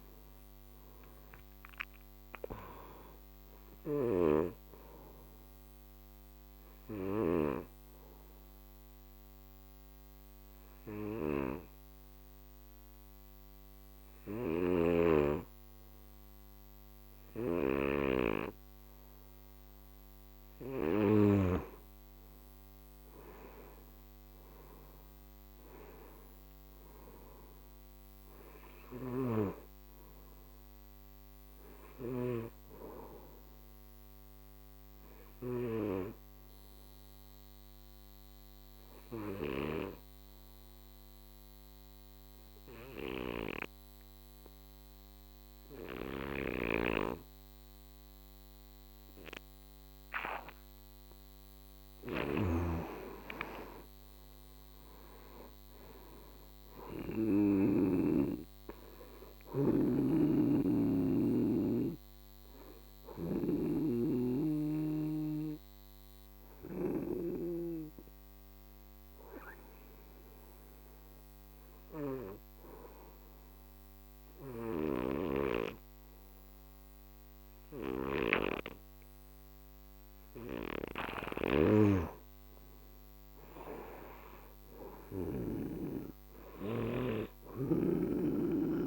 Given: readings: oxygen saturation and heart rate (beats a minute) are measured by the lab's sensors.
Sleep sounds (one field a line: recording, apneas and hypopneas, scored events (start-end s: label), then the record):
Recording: breathing in sleep by a microphone on the trachea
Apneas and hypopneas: 3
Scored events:
0.00-18.50 s: oxygen desaturation (device-marked, oxygen 87% lowest, heart rate 47 extreme)
3.50-19.50 s: obstructive apnea (oxygen 97% before, 84% lowest, heart rate 62 before, 47 extreme, up 19 after)
4.00-21.00 s: snoring (device-marked)
23.00-26.50 s: arousal
29.00-39.50 s: snoring (device-marked)
29.50-45.50 s: oxygen desaturation (device-marked, oxygen 97% before, 89% lowest, heart rate 58 before, 47 extreme)
33.50-50.50 s: obstructive apnea (oxygen 97% before, 84% lowest, heart rate 60 before, 47 extreme, up 15 after)
46.00-58.00 s: snoring (device-marked)
52.50-55.50 s: arousal
54.50-79.50 s: oxygen desaturation (device-marked, oxygen 97% before, 84% lowest, heart rate 56 before, 47 extreme)
58.50-81.00 s: obstructive apnea (oxygen 97% before, 84% lowest, heart rate 60 before, 47 extreme, up 16 after)
60.00-67.00 s: snoring (device-marked)
74.50-85.50 s: snoring (device-marked)
83.50-87.00 s: arousal
From the record:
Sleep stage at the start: N2 (light sleep)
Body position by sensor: on the back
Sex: male